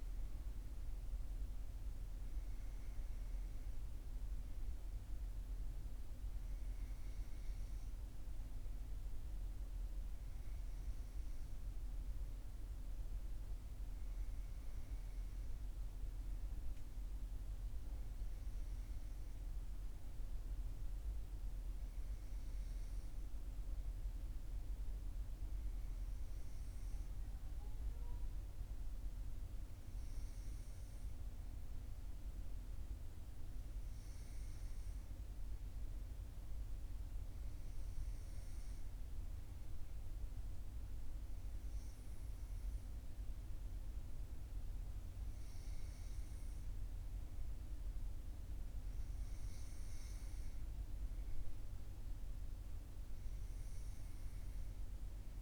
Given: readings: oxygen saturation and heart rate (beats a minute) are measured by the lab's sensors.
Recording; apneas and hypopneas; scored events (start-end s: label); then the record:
breathing in sleep, hard to hear, by a room microphone; none
none scored
From the record:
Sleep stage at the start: N1 (lightest sleep); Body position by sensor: on the right side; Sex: male